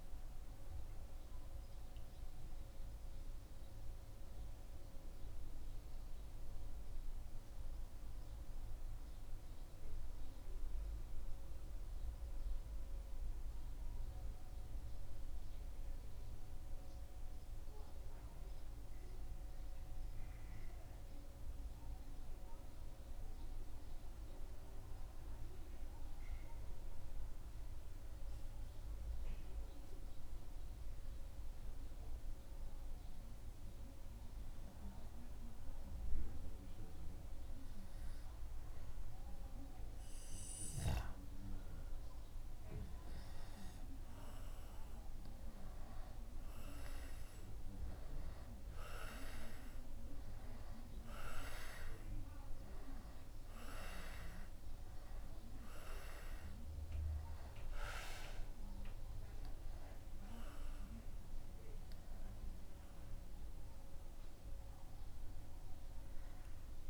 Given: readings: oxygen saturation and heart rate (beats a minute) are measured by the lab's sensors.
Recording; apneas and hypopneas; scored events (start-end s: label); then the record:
breathing in sleep by a room microphone; 1
4.00-33.00 s: mixed apnea (oxygen 95% before, 92% lowest, heart rate 76 before, 74 extreme, up 2 after)
35.50-39.50 s: arousal
From the record:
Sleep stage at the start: N2 (light sleep); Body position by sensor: on the back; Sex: male